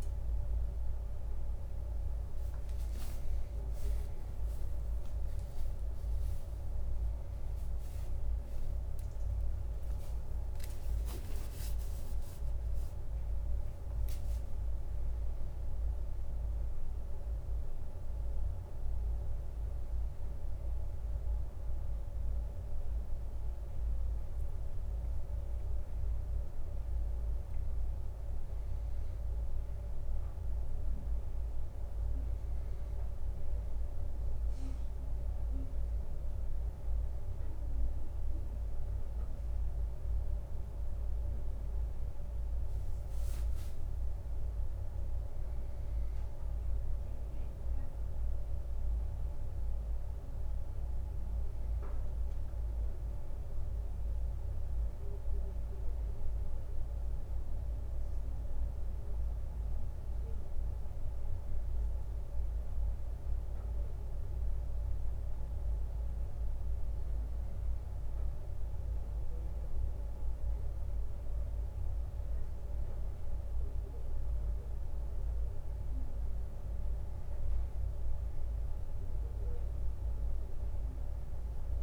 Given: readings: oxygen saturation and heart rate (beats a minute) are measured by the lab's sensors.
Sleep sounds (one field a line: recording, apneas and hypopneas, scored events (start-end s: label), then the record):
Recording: a person awake in a sleep study, hard to hear, by a room microphone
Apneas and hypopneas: none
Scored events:
3.00-9.50 s: leg movement (device-marked)
14.00-16.50 s: leg movement (device-marked)
43.00-45.00 s: leg movement (device-marked)
53.00-54.50 s: leg movement (device-marked)
65.50-81.83 s: new sleep stage, N1 (lightest sleep)
68.50-73.50 s: leg movement (device-marked)
From the record:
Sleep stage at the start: awake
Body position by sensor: on the right side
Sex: male